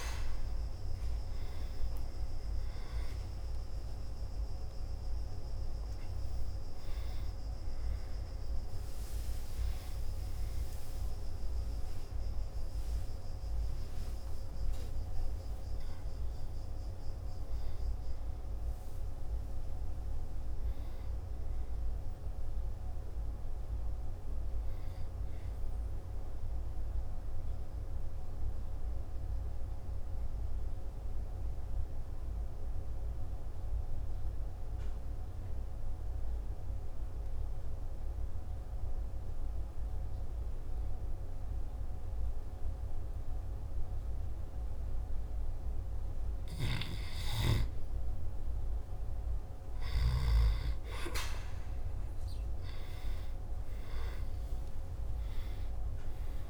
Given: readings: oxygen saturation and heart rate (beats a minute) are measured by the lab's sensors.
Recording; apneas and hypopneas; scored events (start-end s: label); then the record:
breathing in sleep, hard to hear, by a room microphone; 1
1.50-12.50 s: oxygen desaturation (device-marked, oxygen 97% before, 93% lowest, heart rate 50 before, 57 extreme)
3.50-33.50 s: new sleep stage, N1 (lightest sleep)
4.50-6.50 s: long interval between heartbeats (device-marked, heart rate 51 before, 67 extreme)
13.00-18.50 s: arousal
28.50-43.50 s: oxygen desaturation (device-marked, oxygen 97% before, 91% lowest, heart rate 64 before, 50 extreme)
29.00-46.00 s: obstructive apnea (oxygen 98% before, 90% lowest, heart rate 64 before, 50 extreme, up 0 after)
33.50-56.50 s: new sleep stage, N2 (light sleep)
54.00-56.50 s: arousal
55.50-56.50 s: oxygen desaturation (device-marked, oxygen 99% before, 93% lowest, heart rate 53 before, 52 extreme)
From the record:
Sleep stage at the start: N2 (light sleep); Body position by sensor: on the back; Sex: male